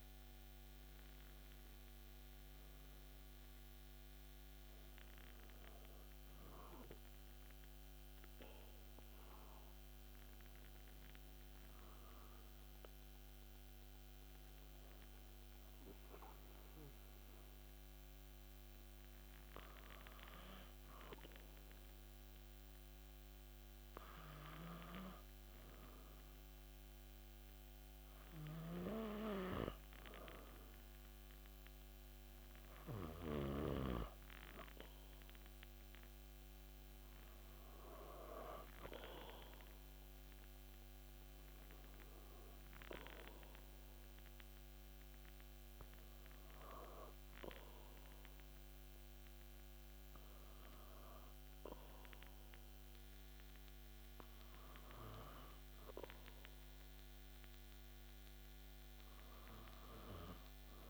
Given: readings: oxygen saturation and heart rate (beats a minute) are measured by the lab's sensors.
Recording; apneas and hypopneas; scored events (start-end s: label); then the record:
breathing in sleep by a microphone on the trachea; 1
0.00-2.00 s: arousal
14.00-28.00 s: hypopnea (oxygen 97% before, 94% lowest)
31.00-34.50 s: arousal
From the record:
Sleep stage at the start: N2 (light sleep); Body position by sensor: on the back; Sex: male